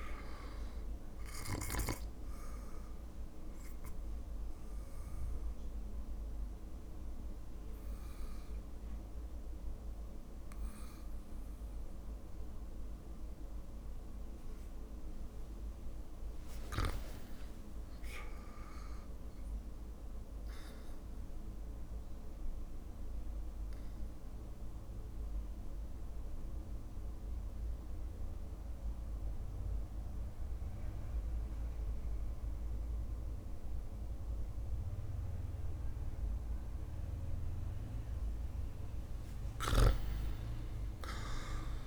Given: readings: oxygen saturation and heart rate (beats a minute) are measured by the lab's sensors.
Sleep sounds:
breathing in sleep by a room microphone; 2
0.00-28.00 s: drop in pulse transit time (device-marked, heart rate 56 extreme)
2.00-15.50 s: obstructive apnea (oxygen 100% before, 95% lowest, heart rate 59 before, 56 extreme, up 5 after)
4.00-23.00 s: oxygen desaturation (device-marked, oxygen 98% before, 95% lowest, heart rate 59 before, 56 extreme)
17.50-19.50 s: arousal
21.50-37.50 s: obstructive apnea (oxygen 99% before, 95% lowest, heart rate 58 before, 56 extreme, up 4 after)
39.50-41.87 s: snoring (device-marked)
40.50-41.87 s: arousal
From the record:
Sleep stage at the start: REM sleep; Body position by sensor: on the back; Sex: male

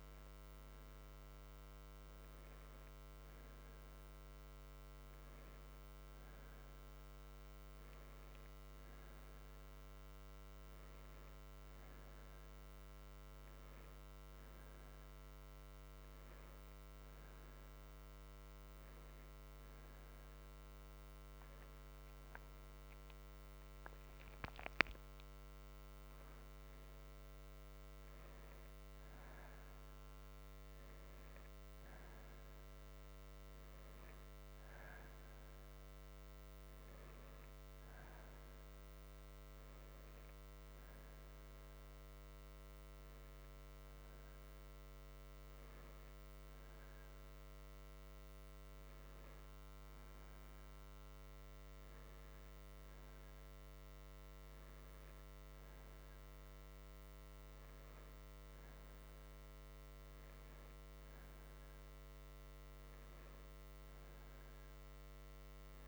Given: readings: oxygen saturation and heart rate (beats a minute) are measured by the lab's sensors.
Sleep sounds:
breathing in sleep, hard to hear, by a microphone on the trachea; none
none scored
From the record:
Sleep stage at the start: N2 (light sleep); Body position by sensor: on the right side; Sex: male

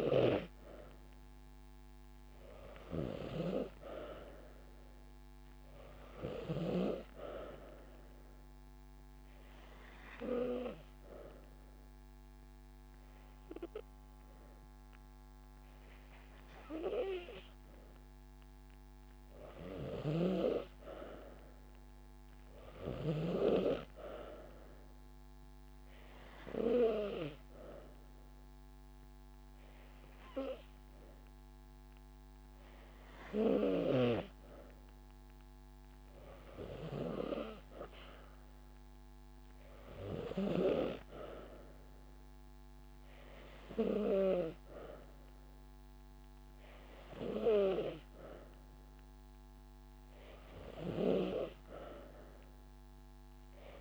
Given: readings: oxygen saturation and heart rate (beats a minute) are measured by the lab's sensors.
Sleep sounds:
breathing in sleep by a microphone on the trachea; 1
1.50-5.00 s: arousal
8.50-19.50 s: hypopnea (oxygen 94% before, 92% lowest)
14.50-16.50 s: long interval between heartbeats (device-marked)
22.00-25.50 s: arousal
47.00-49.00 s: long interval between heartbeats (device-marked)
From the record:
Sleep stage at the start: N2 (light sleep); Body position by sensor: on the back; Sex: female

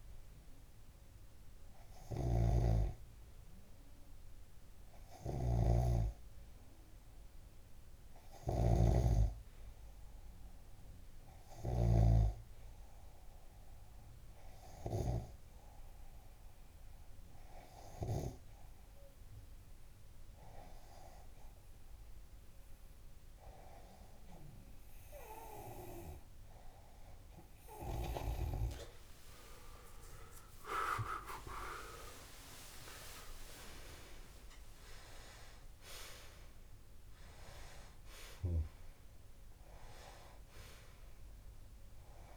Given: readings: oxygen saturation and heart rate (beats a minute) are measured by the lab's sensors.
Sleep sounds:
breathing in sleep by a room microphone; none
0.00-12.50 s: snoring (device-marked)
29.50-32.00 s: arousal
37.00-39.00 s: long interval between heartbeats (device-marked)
From the record:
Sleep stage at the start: N2 (light sleep); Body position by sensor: on the left side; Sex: male

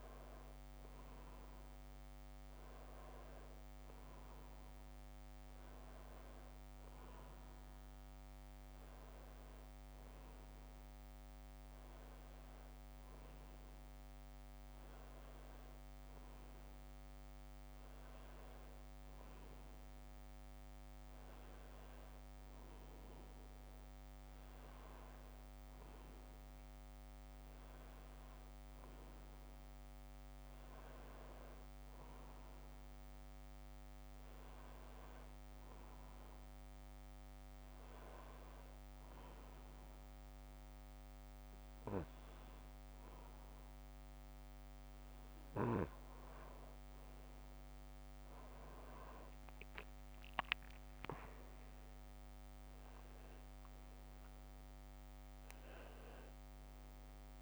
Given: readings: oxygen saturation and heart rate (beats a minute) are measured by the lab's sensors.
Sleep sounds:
breathing in sleep, hard to hear, by a microphone on the trachea; 1
22.00-57.42 s: new sleep stage, N2 (light sleep)
29.00-32.50 s: arousal
35.50-46.00 s: hypopnea (oxygen 95% before, 90% lowest, heart rate 83 before, 81 extreme, up 2 after)
48.00-52.00 s: arousal
54.00-57.42 s: oxygen desaturation (device-marked, oxygen 94% before, 91% lowest, heart rate 81 before, 79 extreme)
From the record:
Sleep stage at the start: N1 (lightest sleep); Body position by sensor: on the back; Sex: male

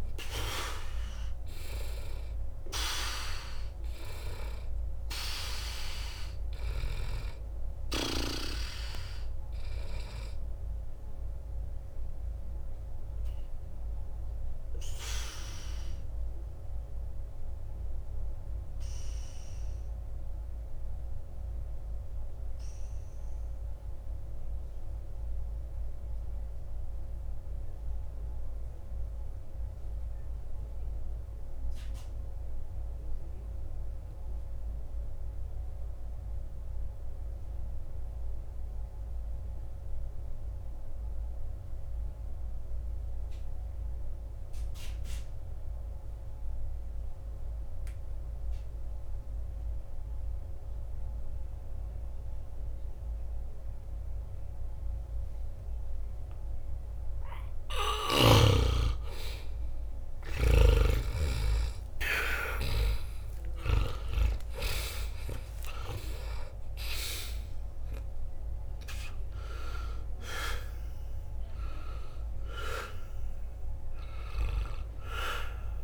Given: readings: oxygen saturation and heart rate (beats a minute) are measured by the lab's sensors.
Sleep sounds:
breathing in sleep by a room microphone; 1
0.00-36.50 s: oxygen desaturation (device-marked, oxygen 71% lowest, heart rate 60 extreme)
11.50-57.00 s: obstructive apnea (oxygen 98% before, 71% lowest, heart rate 60 before, 60 extreme, up 10 after)
56.50-75.84 s: oxygen desaturation (device-marked, oxygen 99% before, 75% lowest, heart rate 60 before, 60 extreme)
61.50-67.50 s: arousal
From the record:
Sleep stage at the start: N2 (light sleep); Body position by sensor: on the back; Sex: male

